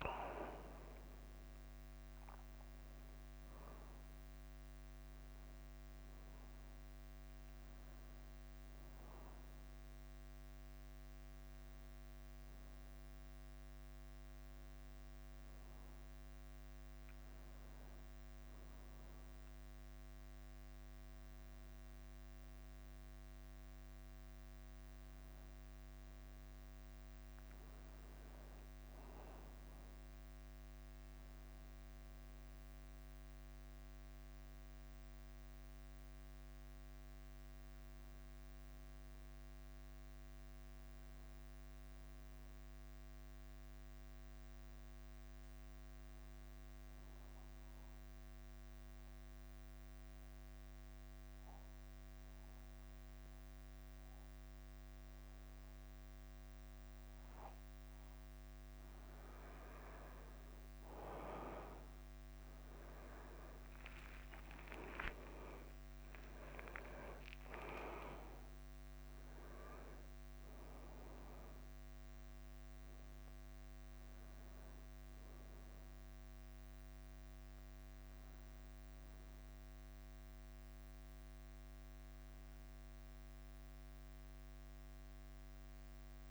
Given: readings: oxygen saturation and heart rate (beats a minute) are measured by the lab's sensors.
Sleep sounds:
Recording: breathing in sleep by a microphone on the trachea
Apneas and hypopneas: 1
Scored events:
0.00-4.00 s: oxygen desaturation (device-marked, oxygen 94% lowest, heart rate 53 extreme)
3.00-48.00 s: bradycardia (device-marked, heart rate 53 before, 54 extreme)
30.50-34.50 s: arousal
37.00-58.00 s: obstructive apnea (oxygen 100% before, 94% lowest, heart rate 56 before, 41 extreme, up 5 after)
49.00-86.31 s: bradycardia (device-marked, heart rate 54 before, 41 extreme)
51.00-53.00 s: long interval between heartbeats (device-marked, heart rate 56 before, 56 extreme)
59.00-86.31 s: oxygen desaturation (device-marked, oxygen 99% before, 94% lowest, heart rate 54 before, 50 extreme)
62.50-67.00 s: arousal
From the record:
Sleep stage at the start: N2 (light sleep)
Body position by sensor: on the back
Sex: male

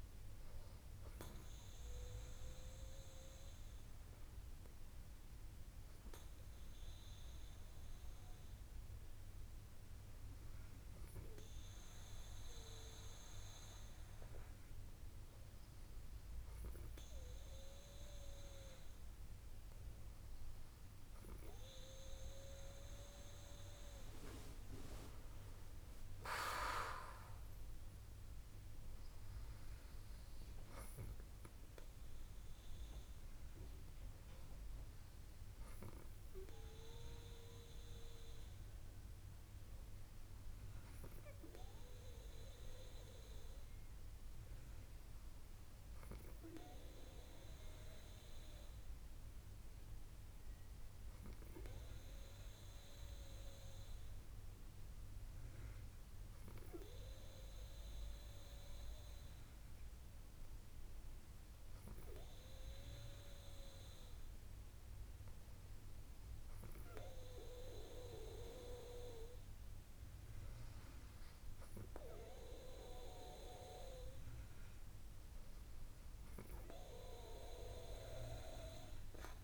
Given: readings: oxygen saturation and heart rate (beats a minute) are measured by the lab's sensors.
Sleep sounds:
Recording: breathing in sleep by a room microphone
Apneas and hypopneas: none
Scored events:
none scored
From the record:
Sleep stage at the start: N2 (light sleep)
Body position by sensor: on the back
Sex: female

